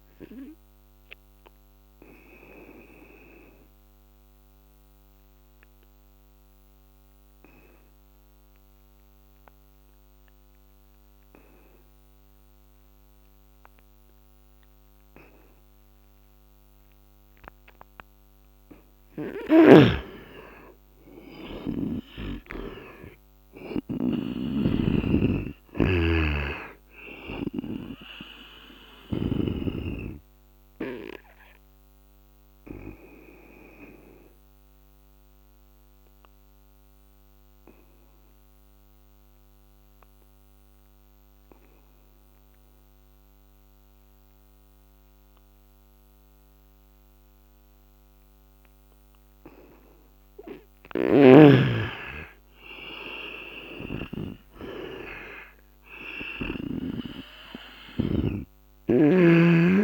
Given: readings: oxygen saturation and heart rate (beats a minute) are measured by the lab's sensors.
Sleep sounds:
breathing in sleep by a microphone on the trachea; 2
1.50-17.50 s: obstructive apnea (oxygen 95% before, 88% lowest, heart rate 77 before, 67 extreme, up 12 after)
7.50-19.50 s: oxygen desaturation (device-marked, oxygen 95% before, 89% lowest, heart rate 76 before, 67 extreme)
19.00-23.50 s: snoring (device-marked)
20.50-24.50 s: arousal
24.50-33.50 s: oxygen desaturation (device-marked, oxygen 97% before, 91% lowest, heart rate 71 before, 59 extreme)
25.50-29.00 s: snoring (device-marked)
33.50-48.50 s: obstructive apnea (oxygen 97% before, 88% lowest, heart rate 74 before, 59 extreme, up 6 after)
43.50-56.50 s: oxygen desaturation (device-marked, oxygen 92% before, 88% lowest, heart rate 75 before, 59 extreme)
47.50-51.50 s: bradycardia (device-marked, heart rate 75 before, 59 extreme)
48.50-50.50 s: long interval between heartbeats (device-marked, heart rate 73 before, 75 extreme)
50.50-54.50 s: arousal
50.50-56.50 s: snoring (device-marked)
From the record:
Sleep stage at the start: N2 (light sleep); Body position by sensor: on the right side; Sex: male

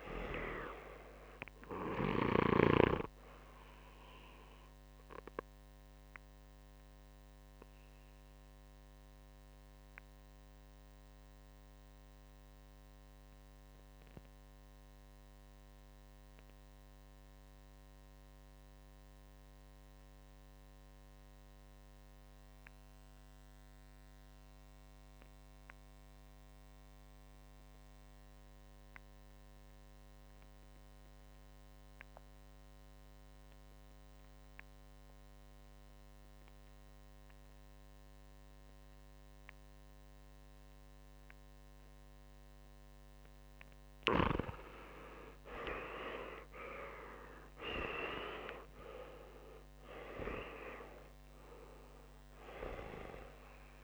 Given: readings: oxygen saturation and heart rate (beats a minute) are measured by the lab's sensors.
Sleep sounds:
breathing in sleep by a microphone on the trachea; 1
0.00-5.00 s: oxygen desaturation (device-marked, oxygen 89% lowest, heart rate 56 extreme)
4.50-42.00 s: mixed apnea (oxygen 98% before, 86% lowest, heart rate 60 before, 52 extreme, up 9 after)
40.00-53.84 s: oxygen desaturation (device-marked, oxygen 99% before, 86% lowest, heart rate 59 before, 52 extreme)
44.00-48.50 s: arousal
From the record:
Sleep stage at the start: REM sleep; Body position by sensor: on the back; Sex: male

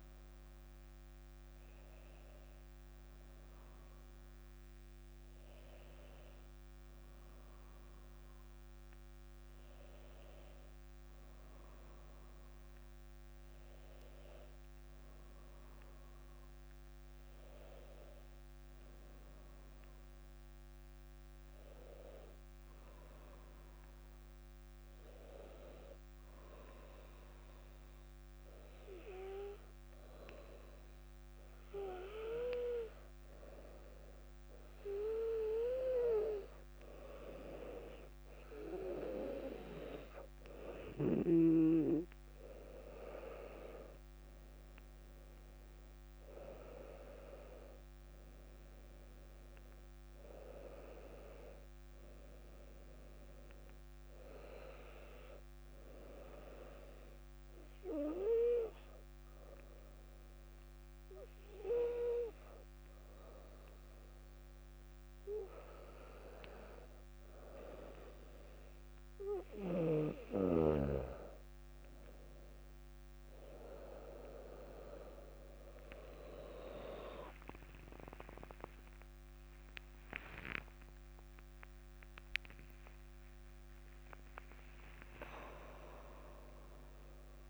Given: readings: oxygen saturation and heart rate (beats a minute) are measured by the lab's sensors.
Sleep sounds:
a person partly awake in a sleep study, by a microphone on the trachea; 2
6.50-66.50 s: new sleep stage, N2 (light sleep)
22.00-33.50 s: hypopnea (oxygen 99% before, 94% lowest, heart rate 61 before, 59 extreme, up 1 after)
29.50-61.50 s: oxygen desaturation (device-marked, oxygen 98% before, 94% lowest, heart rate 60 before, 56 extreme)
36.00-39.50 s: arousal
56.50-67.00 s: obstructive apnea (oxygen 98% before, 95% lowest, heart rate 60 before, 56 extreme, up 1 after)
66.50-87.50 s: new sleep stage, awake
79.00-81.00 s: long interval between heartbeats (device-marked, heart rate 59 before, 62 extreme)
84.50-86.50 s: long interval between heartbeats (device-marked, heart rate 59 before, 73 extreme)
From the record:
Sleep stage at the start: awake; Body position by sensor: on the back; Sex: female

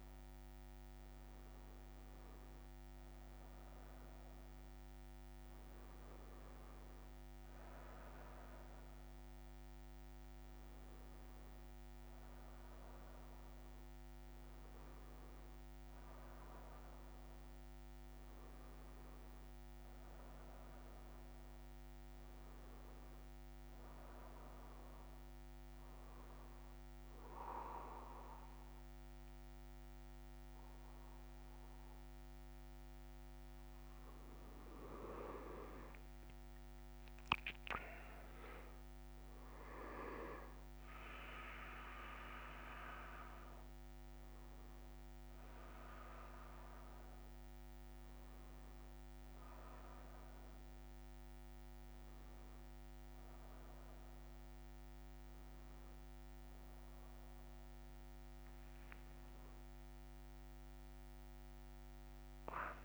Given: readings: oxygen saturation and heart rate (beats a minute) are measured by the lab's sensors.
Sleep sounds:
breathing in sleep by a microphone on the trachea; 1
25.00-36.00 s: obstructive apnea (oxygen 97% before, 93% lowest)
43.00-55.00 s: oxygen desaturation (device-marked, oxygen 96% before, 93% lowest)
From the record:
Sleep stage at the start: N3 (deep sleep); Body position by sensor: on the back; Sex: male

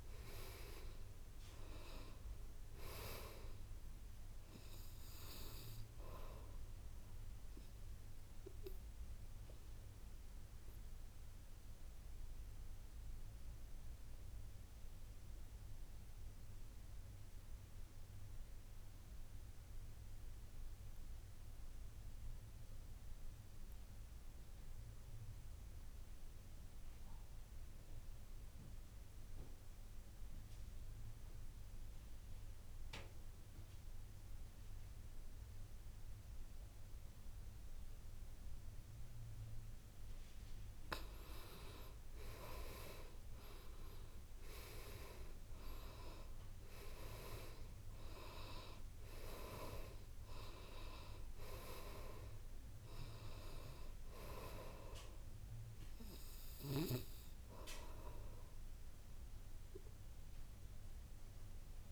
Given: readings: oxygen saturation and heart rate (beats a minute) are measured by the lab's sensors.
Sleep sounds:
breathing in sleep by a room microphone; 1
0.00-19.50 s: oxygen desaturation (device-marked, oxygen 82% lowest, heart rate 54 extreme)
7.50-39.50 s: obstructive apnea (oxygen 98% before, 79% lowest, heart rate 66 before, 54 extreme, up 9 after)
35.50-61.92 s: oxygen desaturation (device-marked, oxygen 98% before, 79% lowest, heart rate 58 before, 53 extreme)
41.50-46.50 s: arousal
From the record:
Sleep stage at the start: N2 (light sleep); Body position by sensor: on the back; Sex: male

